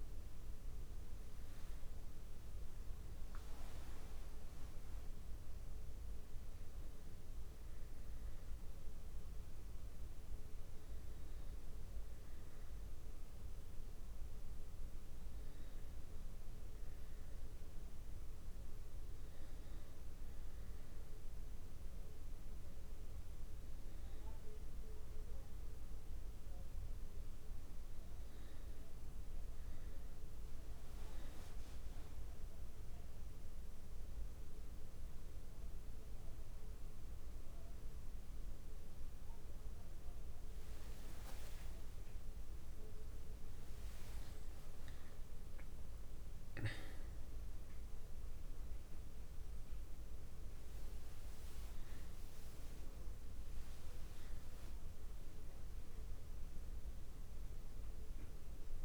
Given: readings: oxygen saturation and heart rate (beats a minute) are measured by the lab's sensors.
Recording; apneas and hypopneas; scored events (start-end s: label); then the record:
breathing in sleep, hard to hear, by a room microphone; none
40.50-44.50 s: arousal
From the record:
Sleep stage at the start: N2 (light sleep); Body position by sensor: on the back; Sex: male